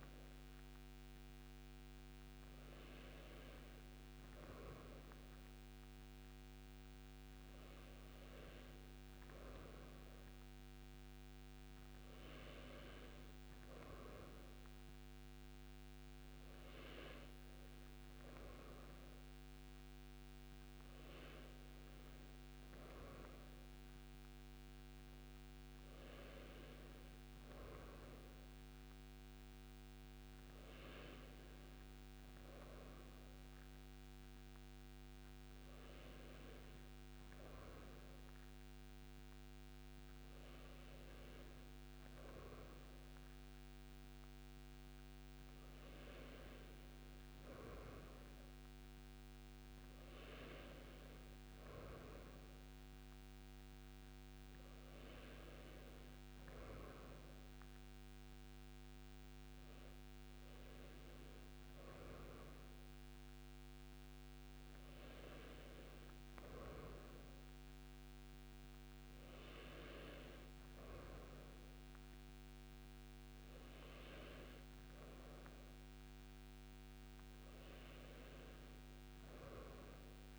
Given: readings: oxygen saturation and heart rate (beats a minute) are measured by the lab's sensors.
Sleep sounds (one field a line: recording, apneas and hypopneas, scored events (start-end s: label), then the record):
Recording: breathing in sleep by a microphone on the trachea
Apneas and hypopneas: none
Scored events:
none scored
From the record:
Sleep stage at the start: N2 (light sleep)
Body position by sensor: on the right side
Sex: male